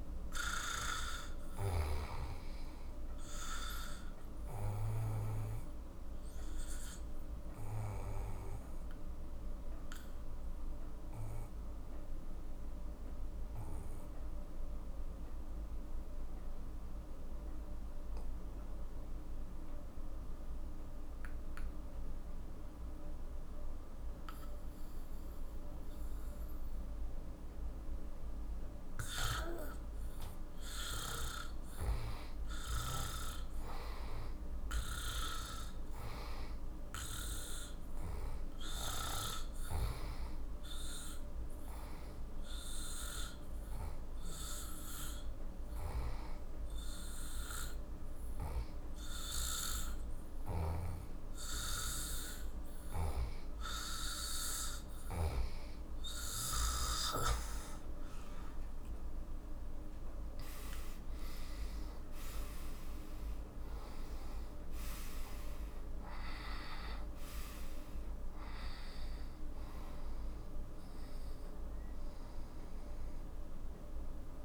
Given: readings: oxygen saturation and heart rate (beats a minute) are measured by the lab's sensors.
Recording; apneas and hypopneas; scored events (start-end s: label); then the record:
breathing in sleep by a room microphone; 2
0.00-16.00 s: oxygen desaturation (device-marked, oxygen 93% lowest, heart rate 44 extreme)
5.50-30.50 s: obstructive apnea (oxygen 98% before, 88% lowest, heart rate 53 before, 46 extreme, up 5 after)
12.00-74.45 s: new sleep stage, REM sleep
33.00-37.00 s: arousal
38.00-51.00 s: oxygen desaturation (device-marked, oxygen 96% before, 88% lowest, heart rate 55 before, 49 extreme)
42.50-56.00 s: obstructive apnea (oxygen 97% before, 88% lowest, heart rate 57 before, 49 extreme, up 6 after)
50.50-55.50 s: snoring (device-marked)
57.50-62.00 s: arousal
From the record:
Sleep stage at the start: N2 (light sleep); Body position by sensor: on the back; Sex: male